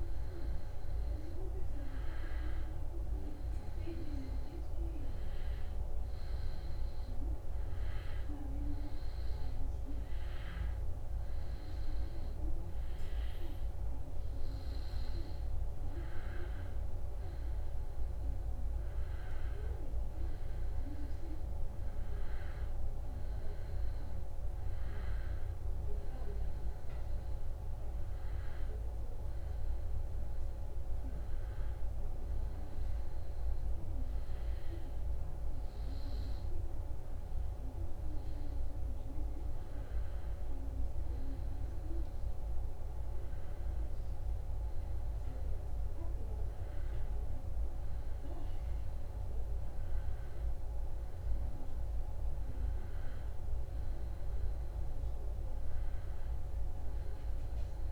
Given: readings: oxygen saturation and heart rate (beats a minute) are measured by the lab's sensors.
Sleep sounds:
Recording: a person awake in a sleep study, hard to hear, by a room microphone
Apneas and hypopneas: none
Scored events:
none scored
From the record:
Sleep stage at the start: awake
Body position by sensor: on the back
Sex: male

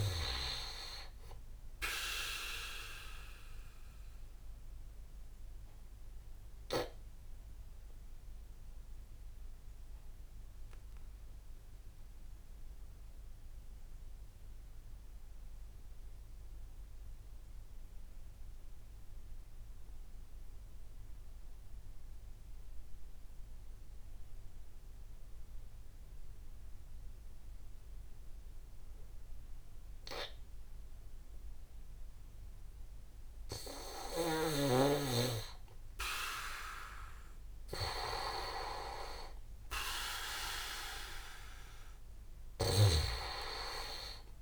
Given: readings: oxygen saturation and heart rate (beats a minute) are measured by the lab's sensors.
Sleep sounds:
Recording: breathing in sleep by a room microphone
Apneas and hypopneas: 1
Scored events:
5.00-32.50 s: obstructive apnea (oxygen 100% before, 95% lowest)
35.00-38.00 s: arousal
42.00-44.42 s: snoring (device-marked)
From the record:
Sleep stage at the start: N2 (light sleep)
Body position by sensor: on the back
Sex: male

